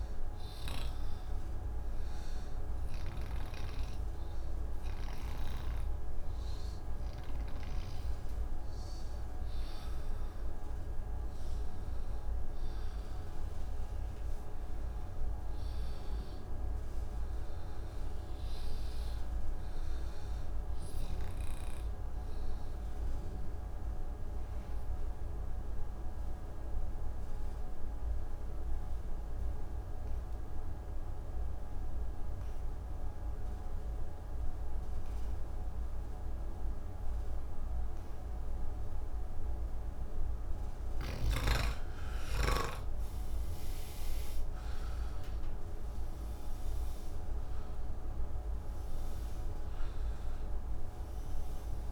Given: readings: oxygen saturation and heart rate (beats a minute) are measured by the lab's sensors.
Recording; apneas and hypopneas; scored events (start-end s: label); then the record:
breathing in sleep, hard to hear, by a room microphone; 1
23.50-40.00 s: obstructive apnea (oxygen 94% before, 86% lowest, heart rate 136 before, 93 extreme, up 16 after)
41.00-51.92 s: oxygen desaturation (device-marked, oxygen 94% before, 86% lowest, heart rate 147 before, 76 extreme)
From the record:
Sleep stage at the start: N2 (light sleep); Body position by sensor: on the back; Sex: male